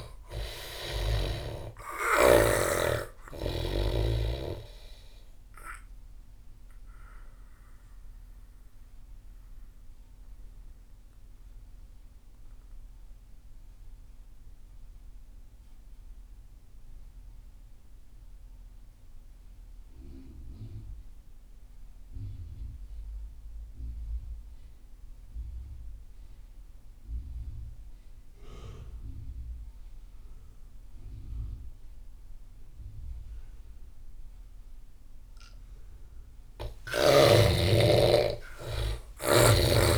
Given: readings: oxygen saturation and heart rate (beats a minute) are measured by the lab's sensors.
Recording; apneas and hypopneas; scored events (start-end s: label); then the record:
breathing in sleep by a room microphone; 1
0.00-2.50 s: snoring (device-marked)
0.00-17.50 s: oxygen desaturation (device-marked, oxygen 75% lowest)
6.50-35.50 s: mixed apnea (oxygen 98% before, 75% lowest)
30.50-39.98 s: oxygen desaturation (device-marked, oxygen 99% before, 78% lowest)
37.50-39.98 s: arousal
From the record:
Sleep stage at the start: N2 (light sleep); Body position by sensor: on the back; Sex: male